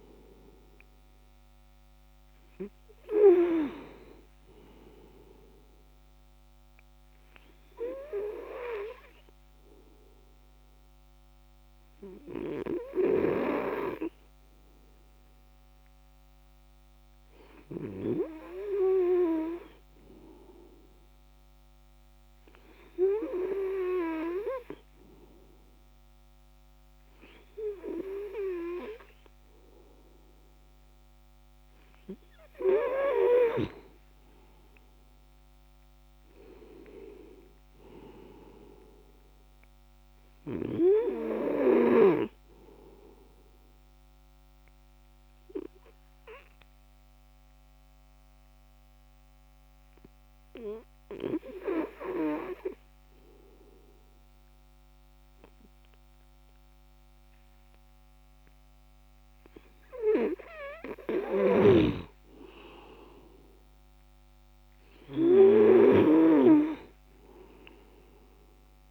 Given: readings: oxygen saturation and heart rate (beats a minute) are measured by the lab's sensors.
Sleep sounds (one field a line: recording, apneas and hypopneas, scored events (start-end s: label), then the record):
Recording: breathing in sleep by a microphone on the trachea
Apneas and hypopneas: 2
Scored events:
0.00-1.00 s: arousal
5.50-19.50 s: obstructive apnea (oxygen 96% before, 95% lowest, heart rate 69 before, 61 extreme, up 4 after)
21.50-25.00 s: arousal
44.00-60.00 s: obstructive apnea (oxygen 97% before, 95% lowest, heart rate 67 before, 59 extreme, up 6 after)
From the record:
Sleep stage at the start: N2 (light sleep)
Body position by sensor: on the back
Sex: male